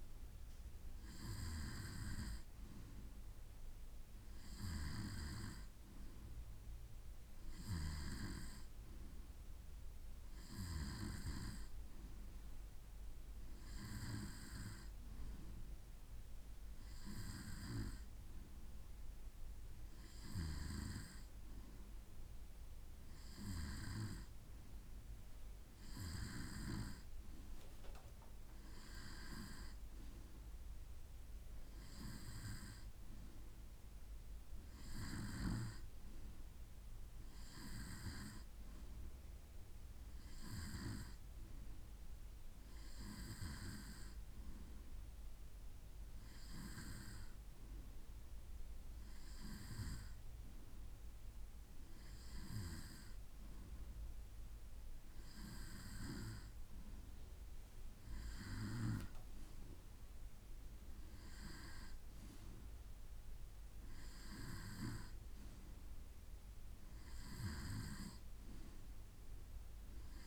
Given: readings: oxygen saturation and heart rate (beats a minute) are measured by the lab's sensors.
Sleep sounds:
breathing in sleep by a room microphone; none
none scored
From the record:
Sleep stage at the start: N2 (light sleep); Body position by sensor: on the right side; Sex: male

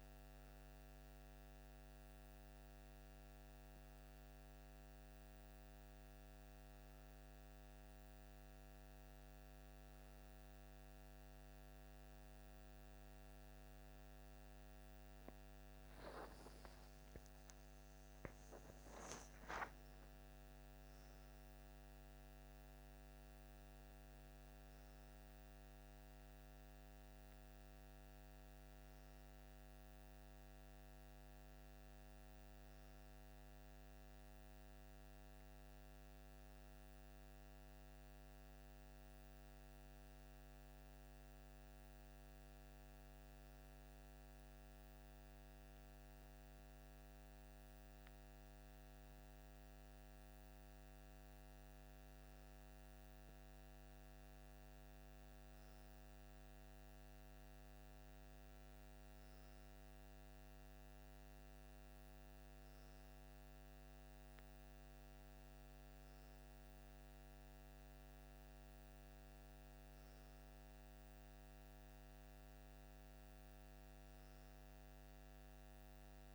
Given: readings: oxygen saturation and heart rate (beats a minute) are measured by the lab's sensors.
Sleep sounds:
breathing in sleep, hard to hear, by a microphone on the trachea; none
none scored
From the record:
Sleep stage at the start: REM sleep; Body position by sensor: on the left side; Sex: male

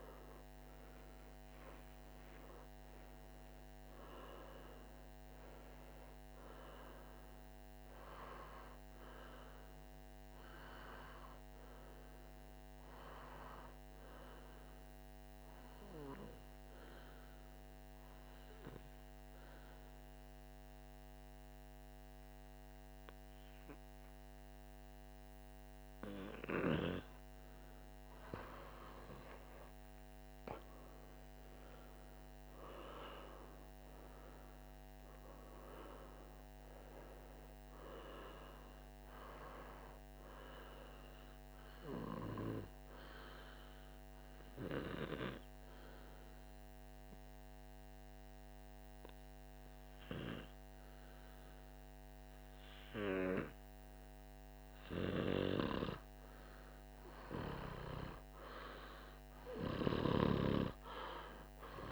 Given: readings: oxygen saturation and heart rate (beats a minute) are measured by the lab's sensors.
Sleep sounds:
breathing in sleep by a microphone on the trachea; 2
17.00-29.00 s: obstructive apnea (oxygen 97% before, 94% lowest, heart rate 57 before, 52 extreme, up 1 after)
30.50-33.50 s: arousal
44.00-56.00 s: obstructive apnea (oxygen 97% before, 94% lowest, heart rate 57 before, 53 extreme, up 5 after)
58.50-61.50 s: arousal
From the record:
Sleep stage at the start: N2 (light sleep); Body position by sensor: on the back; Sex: male

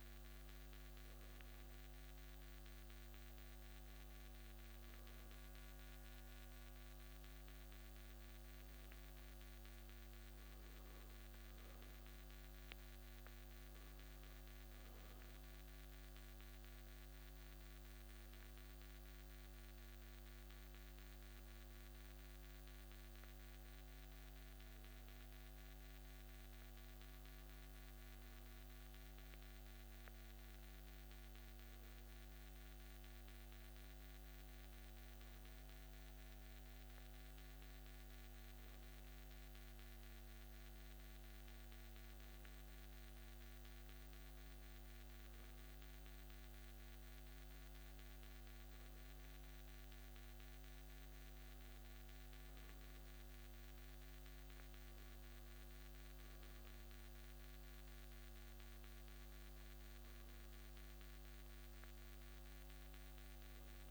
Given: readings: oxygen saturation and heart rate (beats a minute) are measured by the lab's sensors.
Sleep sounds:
breathing in sleep, hard to hear, by a microphone on the trachea; none
none scored
From the record:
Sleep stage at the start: N2 (light sleep); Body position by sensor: on the back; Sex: male

